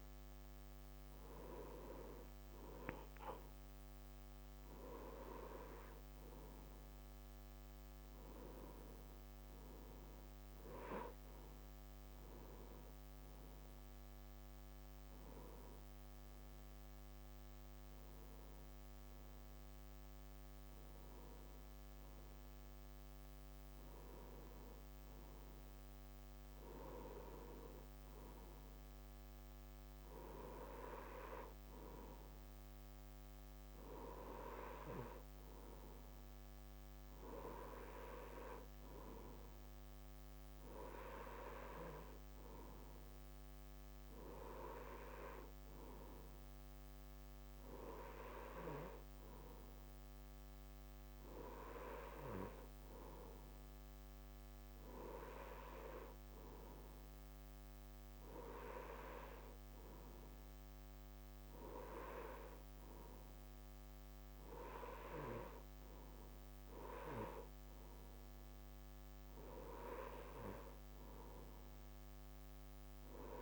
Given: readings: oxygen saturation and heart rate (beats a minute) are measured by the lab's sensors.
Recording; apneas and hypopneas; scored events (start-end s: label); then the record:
breathing in sleep by a microphone on the trachea; none
none scored
From the record:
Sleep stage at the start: N2 (light sleep); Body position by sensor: on the right side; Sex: male